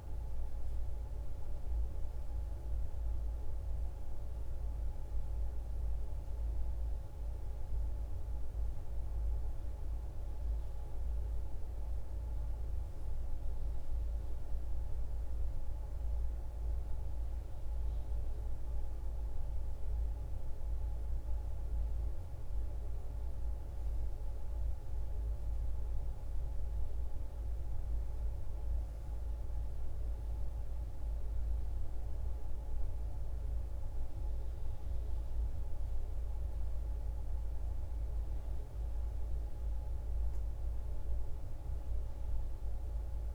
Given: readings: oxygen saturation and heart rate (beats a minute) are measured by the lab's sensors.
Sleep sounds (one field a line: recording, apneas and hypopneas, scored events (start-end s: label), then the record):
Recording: a person awake in a sleep study, hard to hear, by a room microphone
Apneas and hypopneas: none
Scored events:
none scored
From the record:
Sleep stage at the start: awake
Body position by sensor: on the back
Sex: female